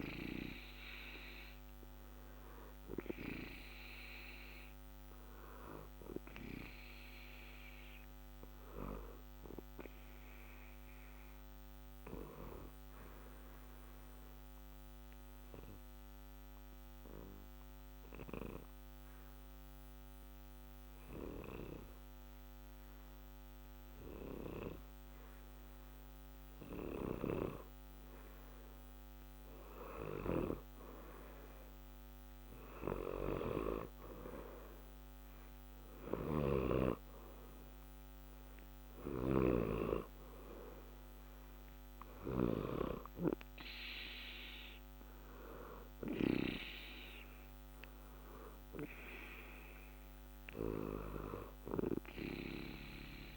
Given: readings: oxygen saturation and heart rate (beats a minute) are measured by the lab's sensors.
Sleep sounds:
breathing in sleep by a microphone on the trachea; 1
0.00-19.00 s: oxygen desaturation (device-marked, oxygen 88% lowest, heart rate 60 extreme)
5.00-28.50 s: obstructive apnea (oxygen 92% before, 87% lowest, heart rate 61 before, 60 extreme, up 2 after)
30.50-35.00 s: arousal
39.00-53.37 s: oxygen desaturation (device-marked, oxygen 93% before, 87% lowest, heart rate 61 before, 60 extreme)
From the record:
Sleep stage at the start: N2 (light sleep); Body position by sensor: on the back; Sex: male

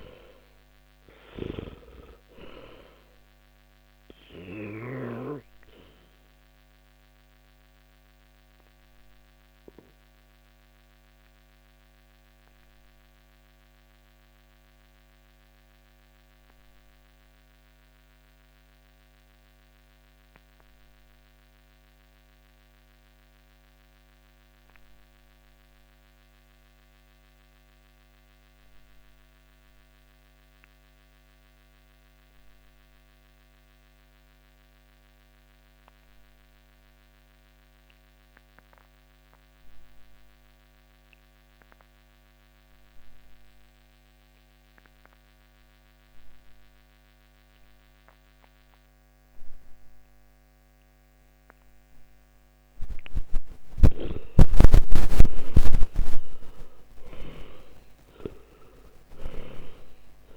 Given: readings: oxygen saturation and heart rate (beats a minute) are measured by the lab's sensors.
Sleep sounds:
breathing in sleep by a microphone on the trachea; 1
0.00-33.50 s: oxygen desaturation (device-marked, oxygen 79% lowest, heart rate 49 extreme)
1.50-5.50 s: snoring (device-marked)
4.00-54.00 s: obstructive apnea (oxygen 99% before, 74% lowest, heart rate 62 before, 49 extreme, up 21 after)
49.50-60.37 s: oxygen desaturation (device-marked, oxygen 98% before, 74% lowest, heart rate 55 before, 51 extreme)
54.50-58.50 s: arousal
From the record:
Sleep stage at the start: N2 (light sleep); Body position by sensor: on the back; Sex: male

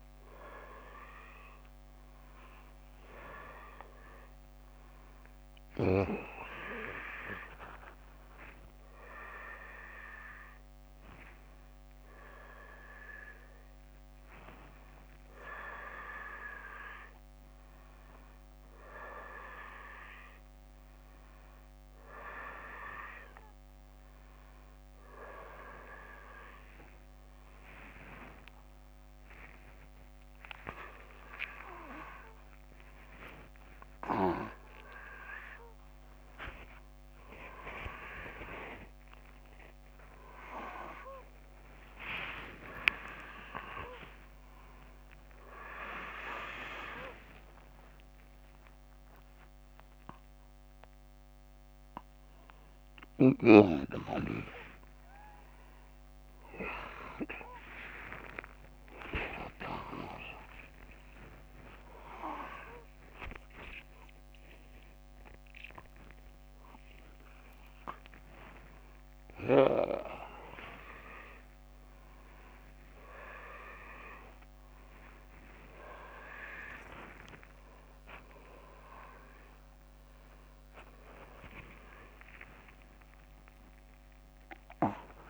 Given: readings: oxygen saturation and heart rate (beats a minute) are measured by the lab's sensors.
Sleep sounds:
a person awake in a sleep study, by a microphone on the trachea; none
none scored
From the record:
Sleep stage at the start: awake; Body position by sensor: upright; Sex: male

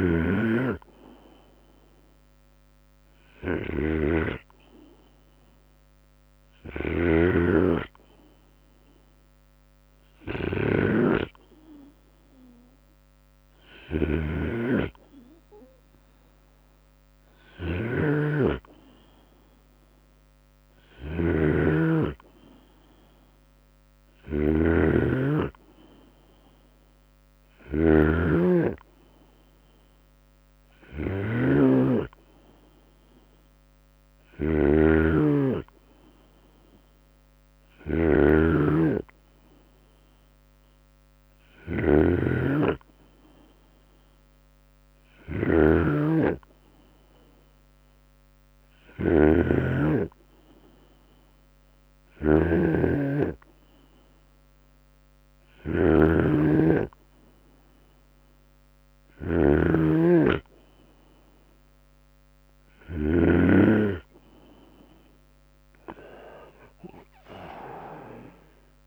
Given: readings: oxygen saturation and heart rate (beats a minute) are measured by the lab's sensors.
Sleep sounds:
breathing in sleep by a microphone on the trachea; none
0.00-4.50 s: drop in pulse transit time (device-marked, heart rate 76 extreme)
0.00-62.50 s: snoring (device-marked)
17.50-32.50 s: drop in pulse transit time (device-marked, heart rate 75 before, 69 extreme)
19.00-21.00 s: long interval between heartbeats (device-marked, heart rate 74 before, 76 extreme)
20.50-23.50 s: arousal
67.50-68.87 s: drop in pulse transit time (device-marked, heart rate 75 before, 75 extreme)
From the record:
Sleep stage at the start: N2 (light sleep); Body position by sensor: on the right side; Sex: male

